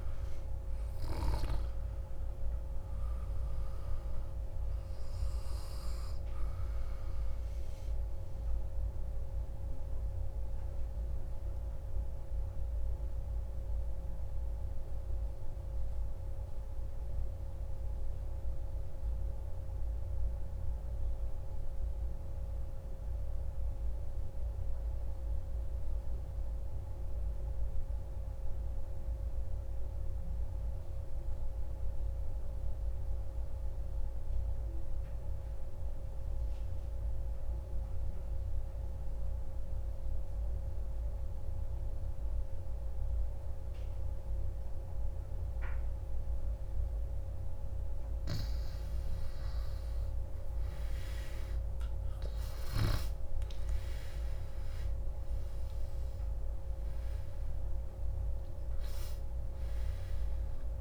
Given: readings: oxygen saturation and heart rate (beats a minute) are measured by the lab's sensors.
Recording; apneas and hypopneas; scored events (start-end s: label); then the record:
breathing in sleep, hard to hear, by a room microphone; 1
0.00-15.50 s: oxygen desaturation (device-marked, oxygen 92% lowest)
7.00-46.50 s: obstructive apnea (oxygen 97% before, 91% lowest)
39.50-60.81 s: oxygen desaturation (device-marked, oxygen 97% before, 91% lowest)
48.50-52.00 s: arousal
From the record:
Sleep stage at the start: N2 (light sleep); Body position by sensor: on the back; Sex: male